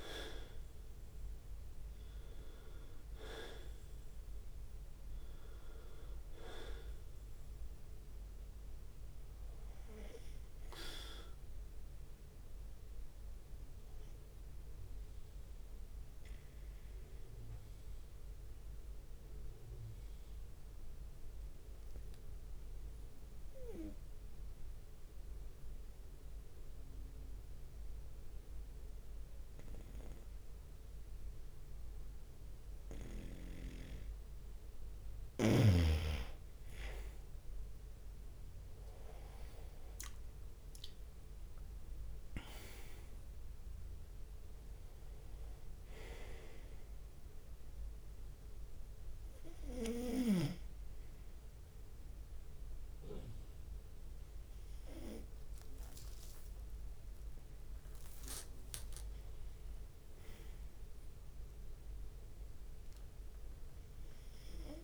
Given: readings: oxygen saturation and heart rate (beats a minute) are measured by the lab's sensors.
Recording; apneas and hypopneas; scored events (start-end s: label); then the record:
breathing in sleep by a room microphone; 1
0.00-9.00 s: drop in pulse transit time (device-marked, heart rate 67 extreme)
0.00-21.00 s: oxygen desaturation (device-marked, oxygen 91% lowest, heart rate 65 extreme)
13.50-35.50 s: obstructive apnea (oxygen 97% before, 91% lowest, heart rate 67 before, 65 extreme, up 6 after)
21.50-24.00 s: leg movement (device-marked)
24.50-26.50 s: long interval between heartbeats (device-marked, heart rate 67 before, 87 extreme)
34.50-39.00 s: leg movement (device-marked)
39.00-51.00 s: drop in pulse transit time (device-marked, heart rate 74 before, 65 extreme)
40.00-50.50 s: leg movement (device-marked)
40.50-45.50 s: arousal
43.00-63.00 s: oxygen desaturation (device-marked, oxygen 98% before, 94% lowest, heart rate 74 before, 61 extreme)
56.00-57.00 s: leg movement (device-marked)
From the record:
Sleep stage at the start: N2 (light sleep); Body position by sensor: on the right side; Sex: male